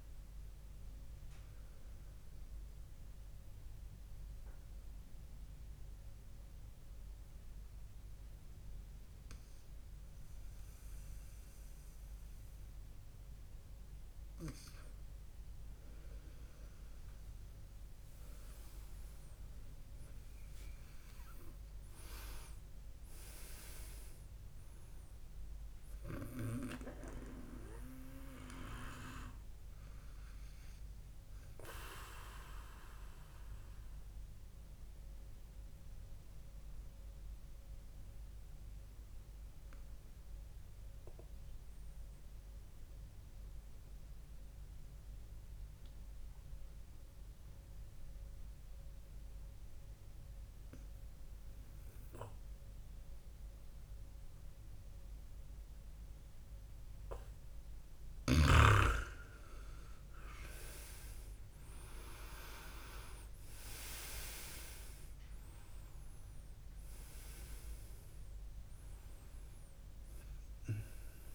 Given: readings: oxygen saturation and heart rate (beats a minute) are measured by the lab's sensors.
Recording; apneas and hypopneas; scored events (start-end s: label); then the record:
breathing in sleep by a room microphone; 2
2.50-14.50 s: mixed apnea (oxygen 98% before, 93% lowest, heart rate 77 before, 67 extreme, up 6 after)
19.50-23.00 s: arousal
32.50-57.50 s: mixed apnea (oxygen 98% before, 93% lowest, heart rate 72 before, 65 extreme, up 1 after)
33.50-71.34 s: new sleep stage, N2 (light sleep)
59.50-63.00 s: arousal
62.50-71.34 s: oxygen desaturation (device-marked, oxygen 98% before, 93% lowest, heart rate 73 before, 65 extreme)
From the record:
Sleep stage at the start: N1 (lightest sleep); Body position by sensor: on the back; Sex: male